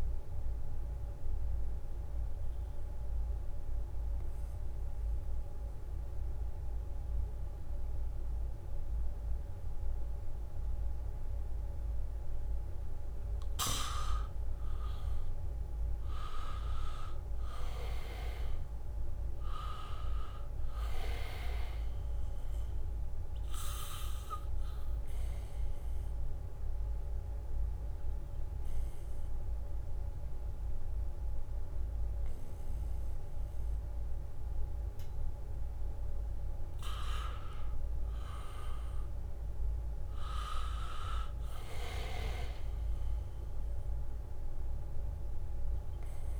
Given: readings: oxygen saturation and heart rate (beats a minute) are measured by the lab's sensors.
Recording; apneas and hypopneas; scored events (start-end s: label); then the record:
breathing in sleep by a room microphone; 2
0.50-13.00 s: mixed apnea (oxygen 99% before, 87% lowest, heart rate 76 before, 70 extreme)
14.50-19.50 s: arousal
18.00-35.00 s: oxygen desaturation (device-marked, oxygen 99% before, 87% lowest, heart rate 77 before, 70 extreme)
23.00-32.00 s: leg movement (device-marked)
25.50-36.50 s: obstructive apnea (oxygen 99% before, 86% lowest, heart rate 75 before, 72 extreme, up 3 after)
37.50-42.50 s: leg movement (device-marked)
38.00-41.50 s: arousal
From the record:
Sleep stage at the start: N2 (light sleep); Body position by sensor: on the back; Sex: male